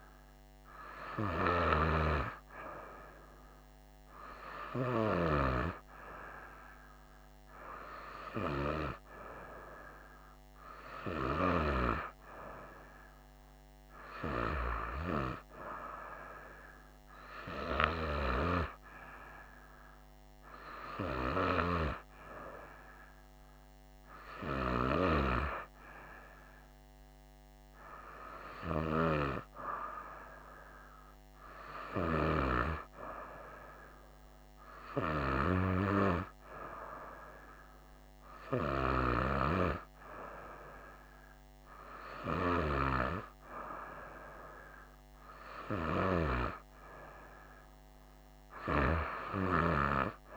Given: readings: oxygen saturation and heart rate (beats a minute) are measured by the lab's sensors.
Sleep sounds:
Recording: breathing in sleep by a microphone on the trachea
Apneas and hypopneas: none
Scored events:
none scored
From the record:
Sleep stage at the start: N2 (light sleep)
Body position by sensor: on the right side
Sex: female

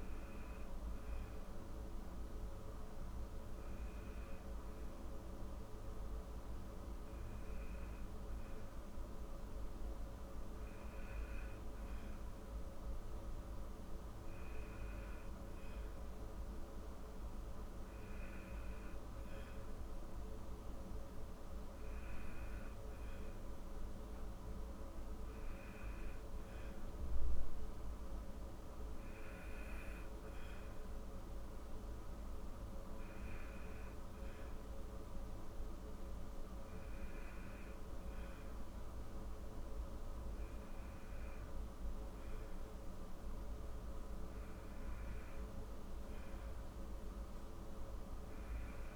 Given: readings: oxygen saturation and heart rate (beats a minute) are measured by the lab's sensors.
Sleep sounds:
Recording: breathing in sleep, hard to hear, by a room microphone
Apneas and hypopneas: none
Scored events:
none scored
From the record:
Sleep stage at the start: N1 (lightest sleep)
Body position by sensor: on the back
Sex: female

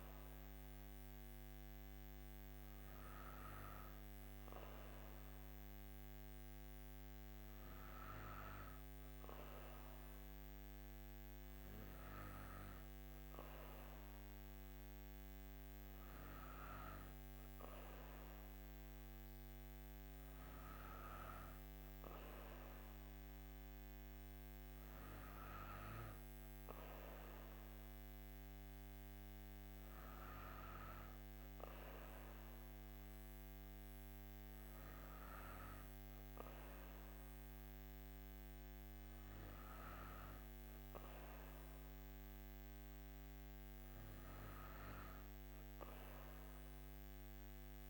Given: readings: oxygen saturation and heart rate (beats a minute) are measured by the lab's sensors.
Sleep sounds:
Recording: breathing in sleep by a microphone on the trachea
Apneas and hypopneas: none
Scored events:
none scored
From the record:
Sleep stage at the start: N2 (light sleep)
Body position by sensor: on the right side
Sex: female

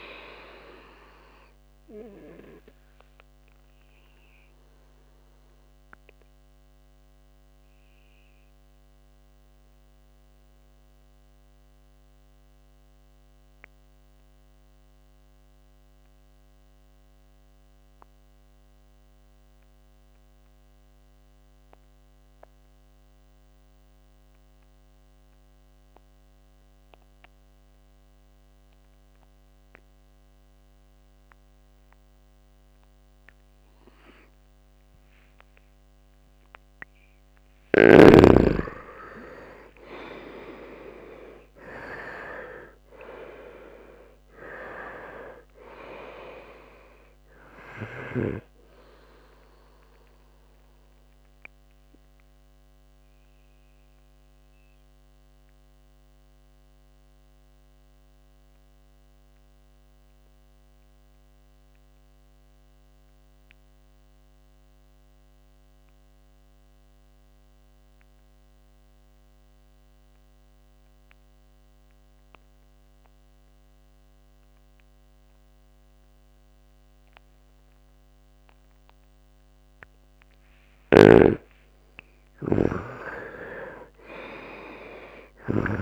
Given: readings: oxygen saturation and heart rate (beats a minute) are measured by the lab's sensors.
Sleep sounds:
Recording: breathing in sleep by a microphone on the trachea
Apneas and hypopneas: 2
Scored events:
0.00-18.50 s: oxygen desaturation (device-marked, oxygen 80% lowest, heart rate 65 extreme)
6.50-36.50 s: mixed apnea (oxygen 99% before, 79% lowest, heart rate 72 before, 64 extreme, up 11 after)
32.50-69.50 s: oxygen desaturation (device-marked, oxygen 98% before, 79% lowest, heart rate 69 before, 64 extreme)
42.00-45.50 s: arousal
51.00-81.50 s: mixed apnea (oxygen 99% before, 78% lowest, heart rate 73 before, 65 extreme, up 8 after)
83.50-85.82 s: arousal
From the record:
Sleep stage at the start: N2 (light sleep)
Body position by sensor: on the right side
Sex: male

